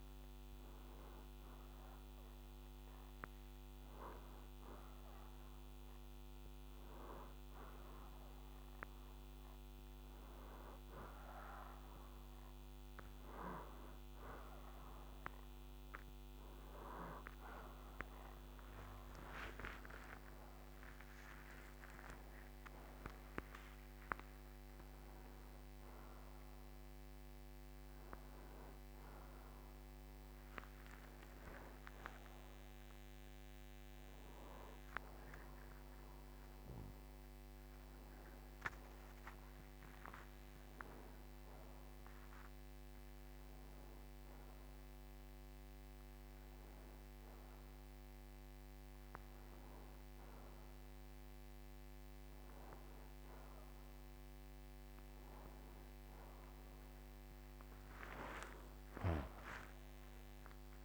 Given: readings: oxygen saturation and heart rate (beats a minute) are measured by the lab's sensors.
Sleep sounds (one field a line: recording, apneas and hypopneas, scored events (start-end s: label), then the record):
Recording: a person awake in a sleep study, by a microphone on the trachea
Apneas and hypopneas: none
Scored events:
33.00-60.85 s: new sleep stage, N1 (lightest sleep)
From the record:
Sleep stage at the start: awake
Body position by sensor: on the right side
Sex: male